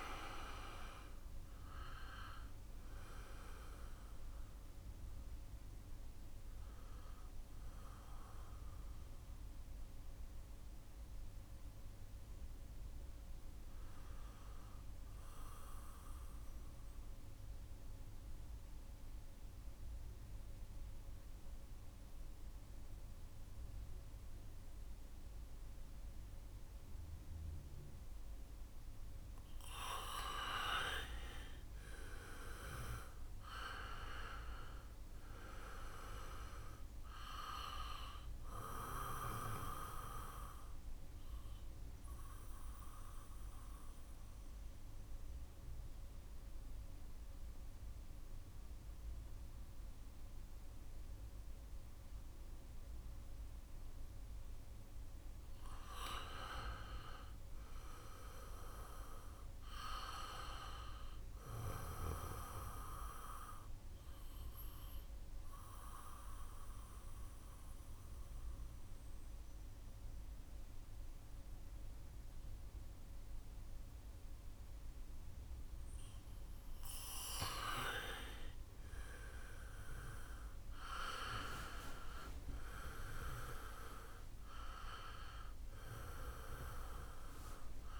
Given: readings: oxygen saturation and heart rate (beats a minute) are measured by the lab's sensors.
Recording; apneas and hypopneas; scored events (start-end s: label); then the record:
breathing in sleep by a room microphone; 3
7.00-27.00 s: oxygen desaturation (device-marked, oxygen 95% before, 90% lowest, heart rate 77 before, 71 extreme)
16.50-28.50 s: mixed apnea (oxygen 95% before, 89% lowest, heart rate 78 before, 71 extreme)
30.00-33.50 s: arousal
39.00-53.00 s: oxygen desaturation (device-marked, oxygen 98% before, 89% lowest, heart rate 75 before, 69 extreme)
42.00-54.50 s: central apnea (oxygen 99% before, 89% lowest, heart rate 74 before, 69 extreme, up 7 after)
56.00-59.50 s: arousal
63.00-75.00 s: oxygen desaturation (device-marked, oxygen 98% before, 91% lowest, heart rate 74 before, 69 extreme)
64.00-77.00 s: central apnea (oxygen 98% before, 89% lowest, heart rate 74 before, 69 extreme, up 7 after)
78.00-82.00 s: arousal
86.00-88.00 s: oxygen desaturation (device-marked, oxygen 96% before, 90% lowest, heart rate 72 before, 68 extreme)
From the record:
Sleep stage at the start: N2 (light sleep); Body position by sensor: on the back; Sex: male